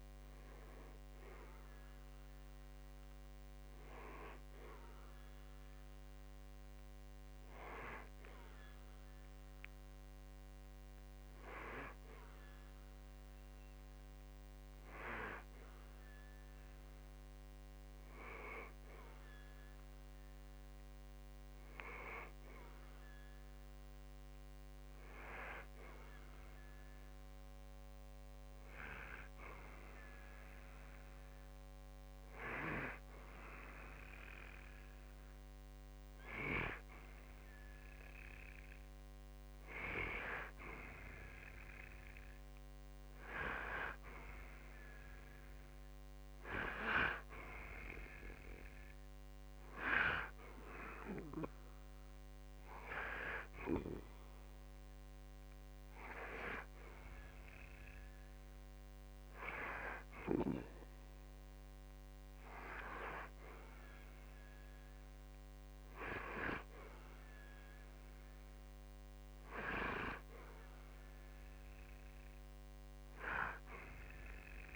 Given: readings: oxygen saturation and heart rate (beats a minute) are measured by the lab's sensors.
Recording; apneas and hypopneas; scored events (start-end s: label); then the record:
breathing in sleep by a microphone on the trachea; none
none scored
From the record:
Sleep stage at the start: N2 (light sleep); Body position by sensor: on the back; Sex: male